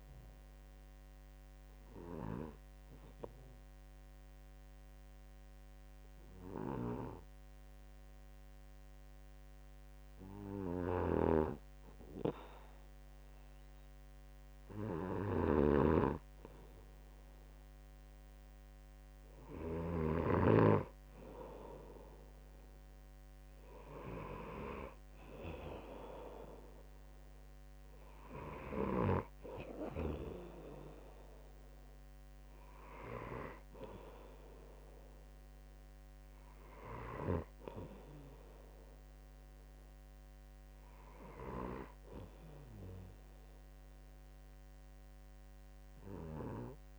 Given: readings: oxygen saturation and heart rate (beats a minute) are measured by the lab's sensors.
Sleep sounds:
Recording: breathing in sleep by a microphone on the trachea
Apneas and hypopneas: 1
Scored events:
1.00-13.50 s: obstructive apnea (oxygen 97% before, 95% lowest, heart rate 67 before, 64 extreme, up 1 after)
11.50-21.00 s: snoring (device-marked)
19.50-23.50 s: arousal
From the record:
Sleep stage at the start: N2 (light sleep)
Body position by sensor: on the right side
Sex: male

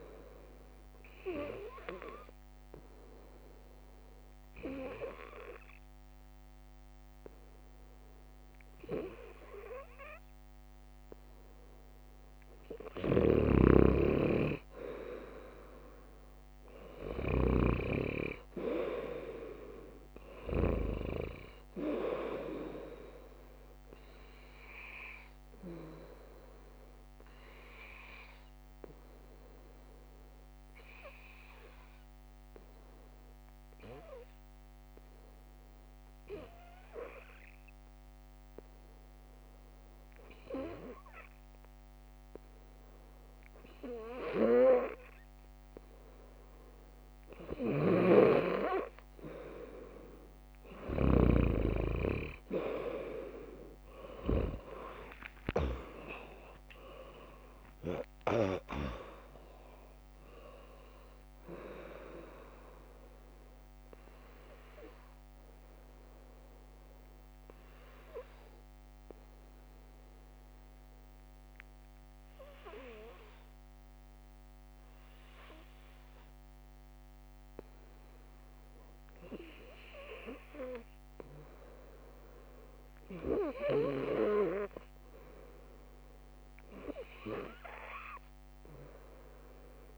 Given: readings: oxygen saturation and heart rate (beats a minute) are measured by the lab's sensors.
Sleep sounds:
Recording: breathing in sleep by a microphone on the trachea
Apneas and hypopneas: 3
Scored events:
1.50-12.00 s: obstructive apnea (oxygen 99% before, 96% lowest, heart rate 58 before, 58 extreme, up 14 after)
2.50-13.50 s: drop in pulse transit time (device-marked, heart rate 58 before, 65 extreme)
12.50-20.50 s: snoring (device-marked)
14.00-17.50 s: arousal
16.50-18.50 s: bradycardia (device-marked, heart rate 69 before, 63 extreme)
28.00-43.50 s: obstructive apnea (oxygen 99% before, 96% lowest, heart rate 73 before, 57 extreme, up 0 after)
38.50-52.50 s: bradycardia (device-marked, heart rate 69 before, 57 extreme)
47.00-51.00 s: snoring (device-marked)
54.50-59.00 s: arousal
55.50-72.50 s: drop in pulse transit time (device-marked, heart rate 61 before, 65 extreme)
66.00-78.50 s: obstructive apnea (oxygen 99% before, 96% lowest, heart rate 70 before, 56 extreme)
75.50-89.98 s: bradycardia (device-marked, heart rate 69 before, 56 extreme)
78.50-82.00 s: arousal
From the record:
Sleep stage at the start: N2 (light sleep)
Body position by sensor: on the left side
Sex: female

